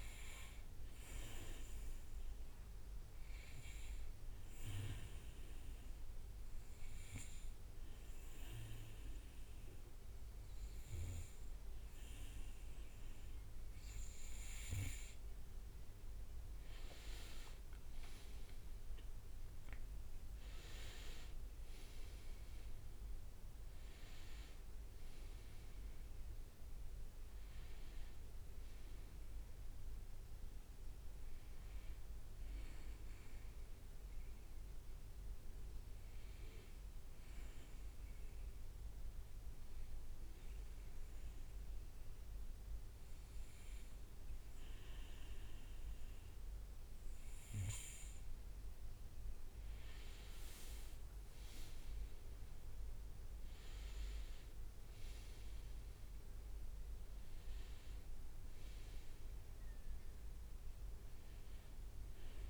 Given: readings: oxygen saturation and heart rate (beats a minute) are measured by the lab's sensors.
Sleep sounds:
breathing in sleep by a room microphone; 2
1.50-14.50 s: obstructive apnea (oxygen 97% before, 93% lowest, heart rate 66 before, 61 extreme, up 8 after)
18.00-22.50 s: arousal
37.50-49.00 s: obstructive apnea (oxygen 96% before, 94% lowest, heart rate 68 before, 62 extreme, up 6 after)
52.00-55.50 s: arousal
52.00-62.50 s: oxygen desaturation (device-marked, oxygen 98% before, 94% lowest, heart rate 63 before, 62 extreme)
From the record:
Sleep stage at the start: N2 (light sleep); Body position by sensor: on the back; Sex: male

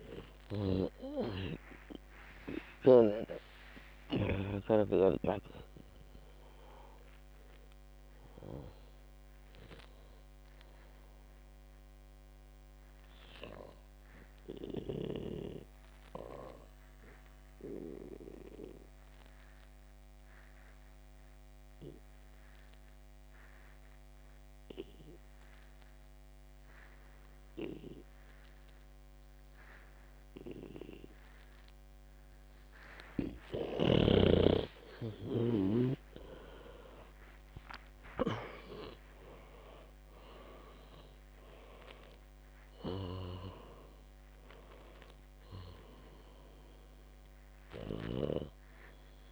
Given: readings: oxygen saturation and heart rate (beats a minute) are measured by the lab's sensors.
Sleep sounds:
breathing in sleep by a microphone on the trachea; 1
1.50-14.50 s: oxygen desaturation (device-marked, oxygen 97% before, 90% lowest, heart rate 81 before, 59 extreme)
12.50-34.50 s: obstructive apnea (oxygen 97% before, 91% lowest, heart rate 79 before, 55 extreme, up 16 after)
34.50-49.31 s: oxygen desaturation (device-marked, oxygen 98% before, 91% lowest, heart rate 61 before, 55 extreme)
36.50-40.50 s: arousal
From the record:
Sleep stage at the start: N2 (light sleep); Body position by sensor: on the back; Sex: female

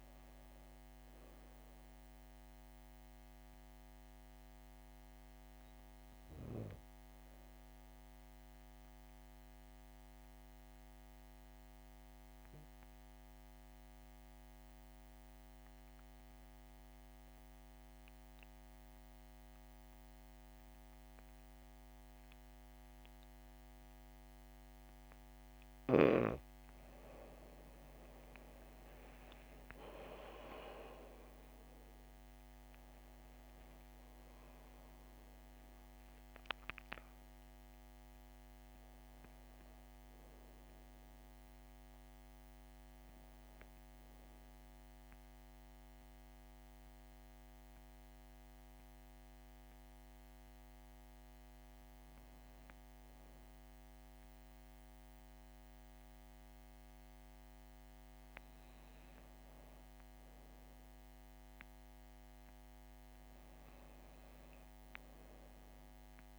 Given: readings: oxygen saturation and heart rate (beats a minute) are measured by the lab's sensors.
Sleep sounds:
breathing in sleep by a microphone on the trachea; 2
12.50-26.50 s: central apnea (oxygen 97% before, 91% lowest, heart rate 65 before, 55 extreme, up 2 after)
22.00-43.00 s: oxygen desaturation (device-marked, oxygen 96% before, 91% lowest, heart rate 63 before, 55 extreme)
28.00-33.50 s: arousal
45.00-58.00 s: hypopnea (oxygen 96% before, 92% lowest, heart rate 64 before, 60 extreme, up 2 after)
59.50-63.50 s: arousal
From the record:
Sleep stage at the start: N2 (light sleep); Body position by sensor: on the back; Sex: female

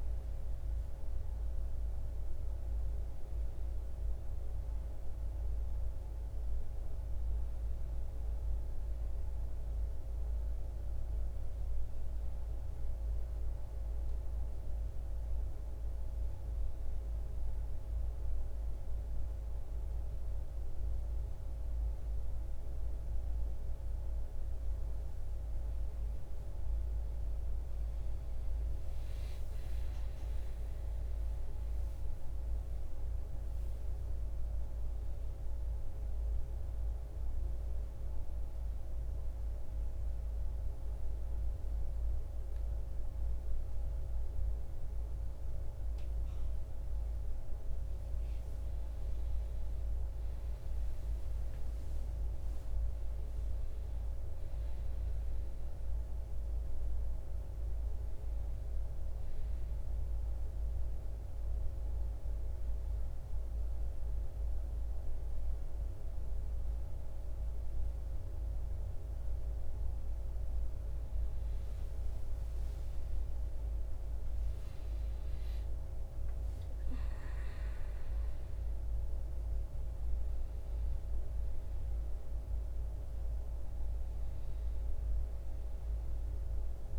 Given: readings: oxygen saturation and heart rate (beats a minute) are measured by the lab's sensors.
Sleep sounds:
breathing in sleep, hard to hear, by a room microphone; 2
0.00-10.50 s: oxygen desaturation (device-marked, oxygen 90% lowest, heart rate 57 extreme)
28.50-86.99 s: new sleep stage, N2 (light sleep)
29.00-32.50 s: arousal
33.50-53.50 s: oxygen desaturation (device-marked, oxygen 95% before, 92% lowest, heart rate 59 before, 53 extreme)
36.50-48.00 s: mixed apnea (oxygen 96% before, 91% lowest, heart rate 59 before, 55 extreme, up 7 after)
50.50-55.00 s: arousal
60.00-70.50 s: obstructive apnea (oxygen 96% before, 91% lowest, heart rate 58 before, 30 extreme, up 3 after)
62.50-75.50 s: oxygen desaturation (device-marked, oxygen 96% before, 91% lowest, heart rate 58 before, 30 extreme)
72.50-77.00 s: arousal
77.50-86.99 s: oxygen desaturation (device-marked, oxygen 96% before, 91% lowest, heart rate 58 before, 55 extreme)
From the record:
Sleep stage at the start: N1 (lightest sleep); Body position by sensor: on the back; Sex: male

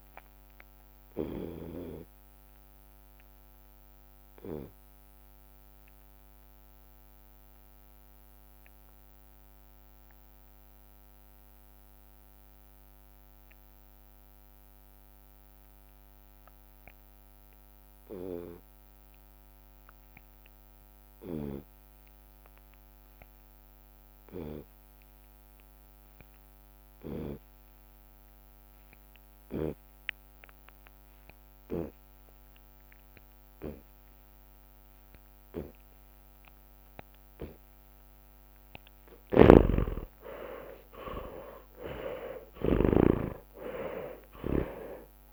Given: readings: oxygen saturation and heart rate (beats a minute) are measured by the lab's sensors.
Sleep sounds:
breathing in sleep by a microphone on the trachea; 1
0.00-1.00 s: long interval between heartbeats (device-marked, heart rate 107 extreme)
0.00-4.50 s: drop in pulse transit time (device-marked, heart rate 95 extreme)
1.00-3.00 s: long interval between heartbeats (device-marked, heart rate 126 before, 113 extreme)
1.50-38.00 s: obstructive apnea (oxygen 97% before, 76% lowest)
6.50-8.50 s: long interval between heartbeats (device-marked, heart rate 118 before, 66 extreme)
9.50-28.50 s: oxygen desaturation (device-marked, oxygen 96% before, 76% lowest, heart rate 104 before, 53 extreme)
26.50-45.33 s: tachycardia (device-marked, heart rate 79 before, 178 extreme)
27.00-29.00 s: long interval between heartbeats (device-marked, heart rate 59 before, 71 extreme)
29.50-30.50 s: drop in pulse transit time (device-marked, heart rate 61 before, 106 extreme)
34.50-37.50 s: drop in pulse transit time (device-marked, heart rate 74 before, 125 extreme)
36.00-38.00 s: long interval between heartbeats (device-marked, heart rate 78 before, 125 extreme)
39.50-43.50 s: snoring (device-marked)
42.00-45.33 s: arousal
42.50-45.33 s: drop in pulse transit time (device-marked, heart rate 106 before, 128 extreme)
43.00-45.00 s: long interval between heartbeats (device-marked, heart rate 106 before, 137 extreme)
From the record:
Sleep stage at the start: N2 (light sleep); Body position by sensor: on the left side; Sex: male

